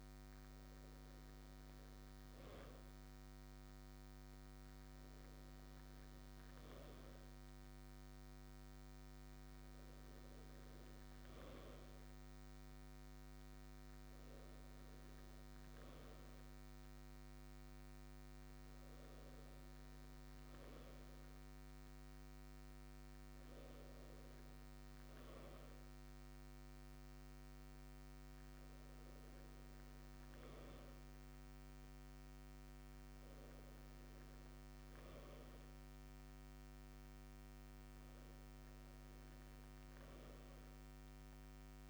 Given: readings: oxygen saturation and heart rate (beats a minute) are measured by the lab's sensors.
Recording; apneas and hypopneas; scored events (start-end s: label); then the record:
breathing in sleep, hard to hear, by a microphone on the trachea; none
none scored
From the record:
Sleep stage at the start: N2 (light sleep); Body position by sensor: on the right side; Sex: male